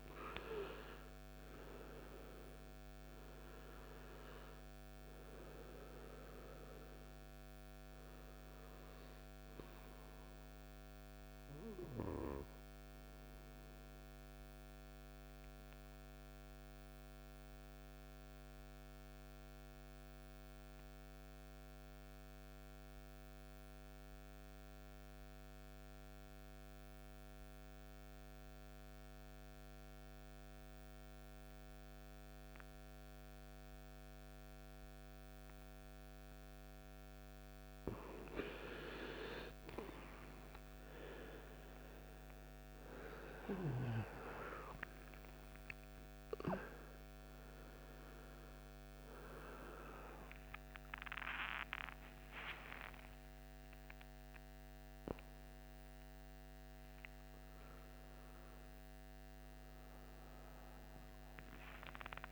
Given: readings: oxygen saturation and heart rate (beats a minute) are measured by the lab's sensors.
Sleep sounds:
a person partly awake in a sleep study, by a microphone on the trachea; 1
0.00-1.50 s: arousal
3.50-21.50 s: oxygen desaturation (device-marked, oxygen 98% before, 94% lowest, heart rate 56 before, 54 extreme)
14.00-36.50 s: obstructive apnea (oxygen 98% before, 89% lowest, heart rate 62 before, 54 extreme, up 17 after)
37.50-62.32 s: oxygen desaturation (device-marked, oxygen 97% before, 89% lowest, heart rate 56 before, 52 extreme)
41.50-62.32 s: new sleep stage, awake
From the record:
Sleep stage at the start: N2 (light sleep); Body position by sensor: on the right side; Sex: male

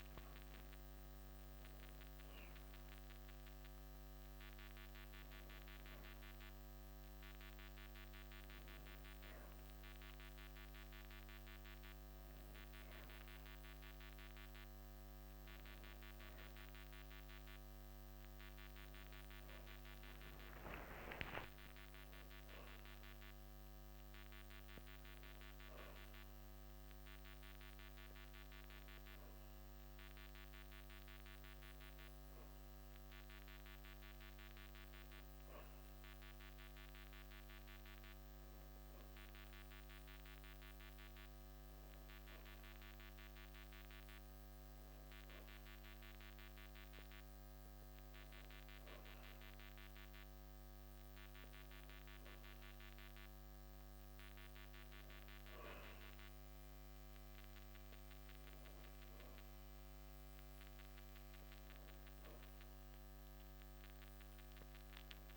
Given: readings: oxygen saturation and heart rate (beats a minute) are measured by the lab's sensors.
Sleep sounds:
a person awake in a sleep study, hard to hear, by a microphone on the trachea; none
none scored
From the record:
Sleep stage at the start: awake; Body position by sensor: on the back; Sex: male

